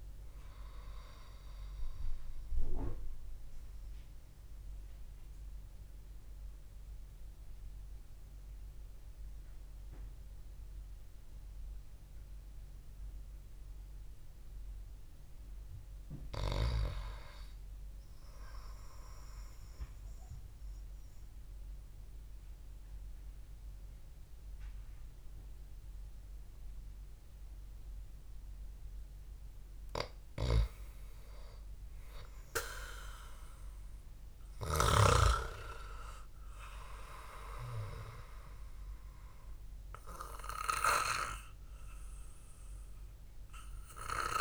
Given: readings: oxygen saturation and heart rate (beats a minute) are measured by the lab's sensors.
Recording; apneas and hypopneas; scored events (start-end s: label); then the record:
breathing in sleep by a room microphone; 2
2.00-14.00 s: oxygen desaturation (device-marked, oxygen 100% before, 93% lowest, heart rate 64 before, 66 extreme)
3.00-13.00 s: obstructive apnea (oxygen 100% before, 93% lowest, heart rate 64 before, 66 extreme, up 4 after)
15.00-18.50 s: arousal
21.00-31.00 s: obstructive apnea (oxygen 100% before, 95% lowest, heart rate 67 before, 64 extreme, up 4 after)
33.00-36.00 s: arousal
34.00-44.00 s: oxygen desaturation (device-marked, oxygen 99% before, 96% lowest, heart rate 68 before, 63 extreme)
From the record:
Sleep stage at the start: REM sleep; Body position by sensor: on the back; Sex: male